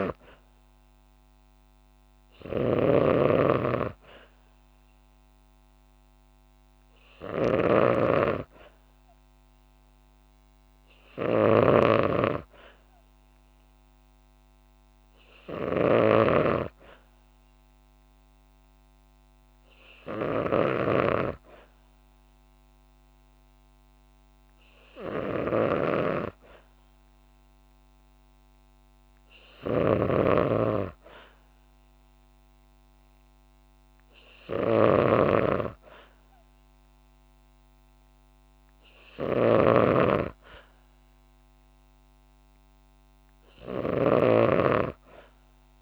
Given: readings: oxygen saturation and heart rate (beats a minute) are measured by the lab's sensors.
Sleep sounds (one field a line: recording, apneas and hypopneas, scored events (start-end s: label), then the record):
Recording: breathing in sleep by a microphone on the trachea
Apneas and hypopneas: none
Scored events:
0.00-45.82 s: snoring (device-marked)
From the record:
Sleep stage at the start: N2 (light sleep)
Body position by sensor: on the back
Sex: female